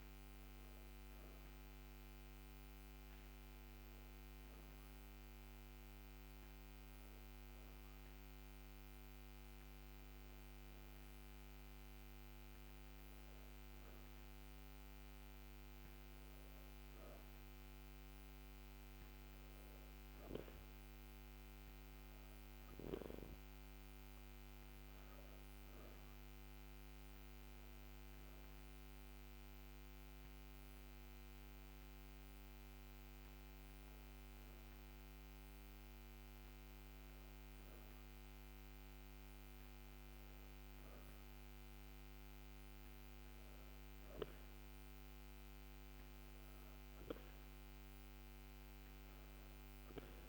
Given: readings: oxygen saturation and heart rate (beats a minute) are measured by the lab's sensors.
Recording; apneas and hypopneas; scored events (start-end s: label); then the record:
breathing in sleep, hard to hear, by a microphone on the trachea; none
none scored
From the record:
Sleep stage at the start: N2 (light sleep); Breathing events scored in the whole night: 206 in 7.8 hours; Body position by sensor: on the back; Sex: female